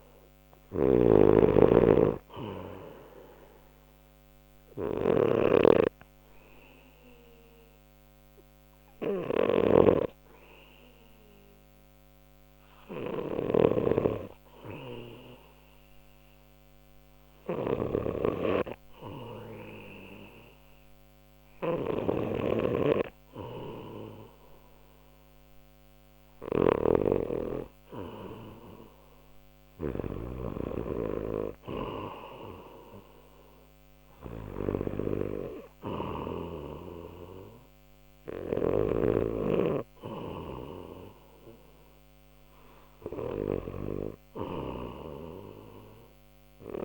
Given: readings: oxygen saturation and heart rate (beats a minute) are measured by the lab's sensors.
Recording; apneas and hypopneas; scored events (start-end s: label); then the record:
breathing in sleep by a microphone on the trachea; 1
0.00-5.50 s: snoring (device-marked)
2.50-13.00 s: obstructive apnea (oxygen 91% before, 85% lowest, heart rate 64 before, 61 extreme, up 0 after)
6.50-18.50 s: oxygen desaturation (device-marked, oxygen 91% before, 85% lowest, heart rate 65 before, 61 extreme)
13.00-26.50 s: snoring (device-marked)
16.00-21.00 s: arousal
27.50-46.85 s: oxygen desaturation (device-marked, oxygen 95% before, 88% lowest, heart rate 63 before, 62 extreme)
From the record:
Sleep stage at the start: N2 (light sleep); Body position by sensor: on the left side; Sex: male